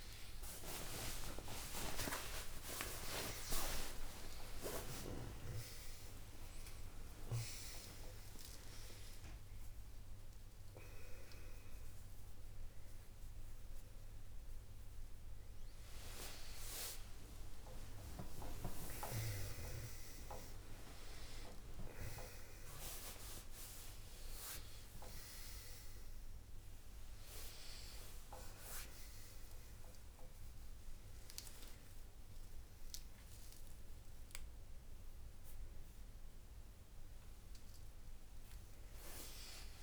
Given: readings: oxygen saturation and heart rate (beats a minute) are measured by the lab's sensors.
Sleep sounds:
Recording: a person awake in a sleep study, by a room microphone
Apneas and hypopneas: none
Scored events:
none scored
From the record:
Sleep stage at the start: awake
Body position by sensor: on the right side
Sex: male

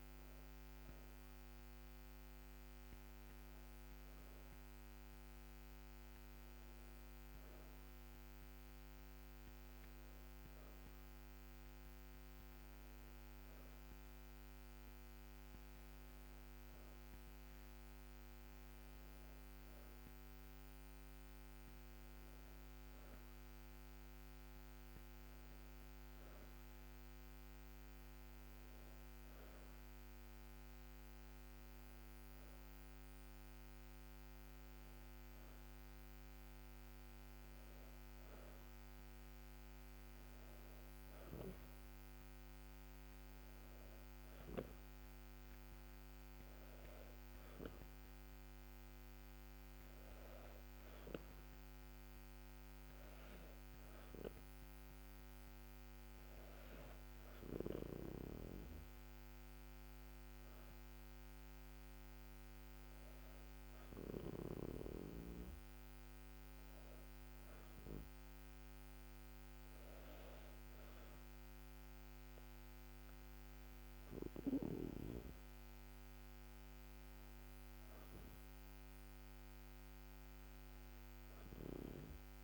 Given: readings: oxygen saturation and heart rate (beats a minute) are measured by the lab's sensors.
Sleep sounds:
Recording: breathing in sleep by a microphone on the trachea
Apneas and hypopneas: none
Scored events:
none scored
From the record:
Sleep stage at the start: N2 (light sleep)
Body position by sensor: on the back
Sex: female

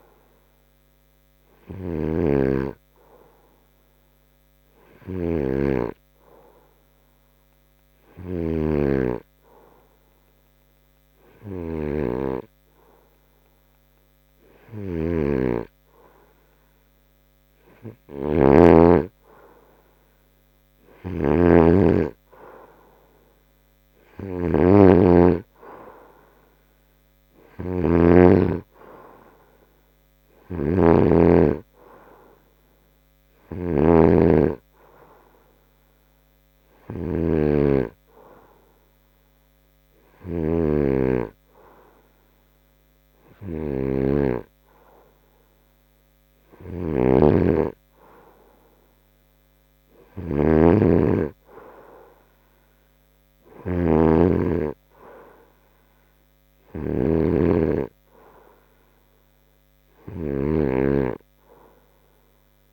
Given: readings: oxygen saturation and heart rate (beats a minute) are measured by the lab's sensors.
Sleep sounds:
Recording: breathing in sleep by a microphone on the trachea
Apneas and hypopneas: none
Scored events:
18.00-21.50 s: snoring (device-marked)
30.50-34.00 s: snoring (device-marked)
50.00-54.00 s: snoring (device-marked)
From the record:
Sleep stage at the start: N2 (light sleep)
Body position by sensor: on the front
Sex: male

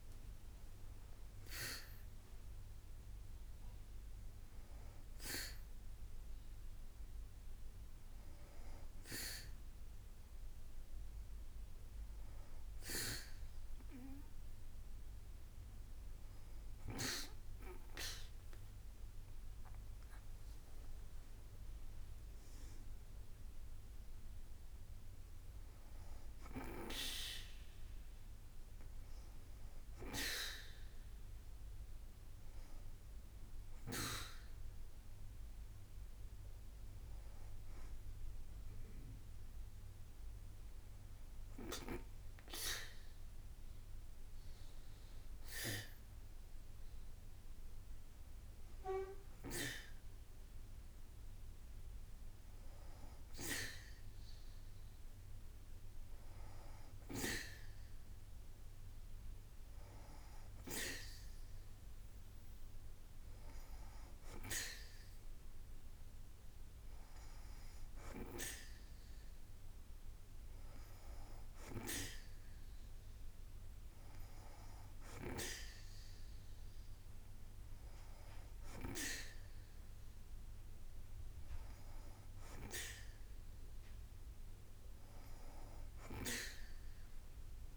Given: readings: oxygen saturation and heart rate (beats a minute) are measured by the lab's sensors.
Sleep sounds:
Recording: breathing in sleep by a room microphone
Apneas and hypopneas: none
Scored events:
19.00-22.50 s: arousal
From the record:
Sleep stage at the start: N2 (light sleep)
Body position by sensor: on the back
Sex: female

